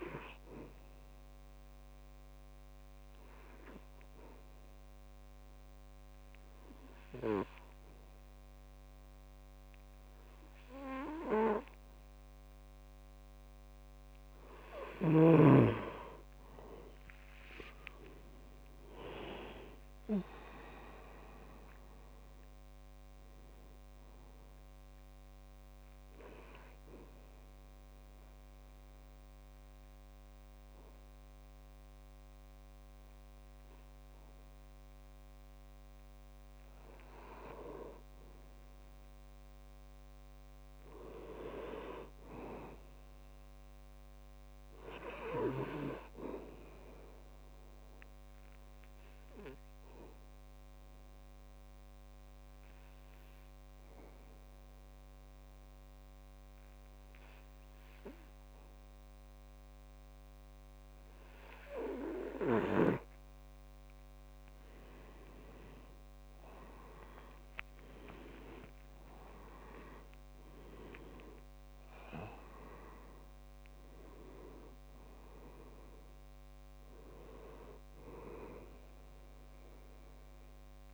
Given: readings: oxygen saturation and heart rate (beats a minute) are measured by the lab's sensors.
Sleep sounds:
breathing in sleep by a microphone on the trachea; 3
0.00-9.50 s: oxygen desaturation (device-marked, oxygen 92% lowest, heart rate 65 extreme)
1.50-14.50 s: obstructive apnea (oxygen 98% before, 92% lowest, heart rate 70 before, 66 extreme, up 6 after)
17.00-21.50 s: arousal
21.50-48.50 s: oxygen desaturation (device-marked, oxygen 98% before, 92% lowest, heart rate 68 before, 63 extreme)
27.00-38.00 s: obstructive apnea (oxygen 98% before, 90% lowest, heart rate 71 before, 63 extreme, up 2 after)
42.00-45.50 s: arousal
49.00-63.00 s: obstructive apnea (oxygen 97% before, 89% lowest, heart rate 68 before, 62 extreme, up 20 after)
67.00-72.00 s: arousal
71.50-80.94 s: oxygen desaturation (device-marked, oxygen 97% before, 90% lowest, heart rate 69 before, 62 extreme)
From the record:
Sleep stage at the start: N2 (light sleep); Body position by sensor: on the back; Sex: male

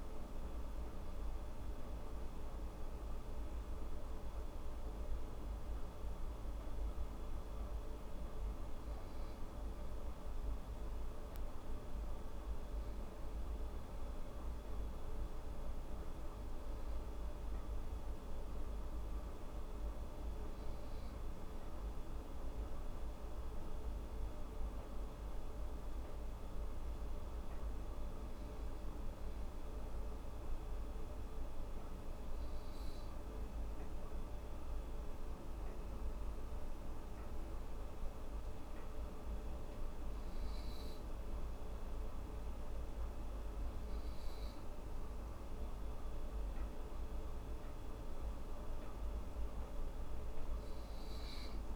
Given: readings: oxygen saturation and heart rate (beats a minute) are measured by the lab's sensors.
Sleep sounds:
breathing in sleep, hard to hear, by a room microphone; none
none scored
From the record:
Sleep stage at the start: N2 (light sleep); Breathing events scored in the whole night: 177 in 5.9 hours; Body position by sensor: on the right side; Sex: female

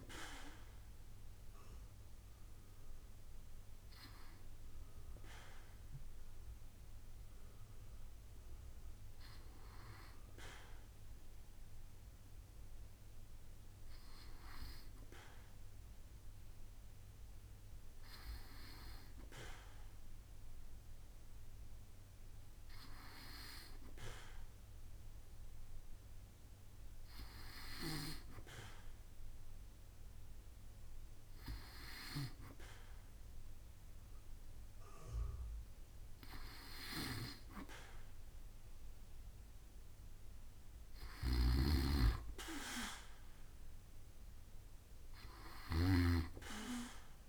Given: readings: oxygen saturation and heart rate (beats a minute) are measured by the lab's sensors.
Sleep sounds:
breathing in sleep by a room microphone; none
41.00-46.00 s: snoring (device-marked)
From the record:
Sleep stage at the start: N2 (light sleep); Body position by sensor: on the back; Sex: male

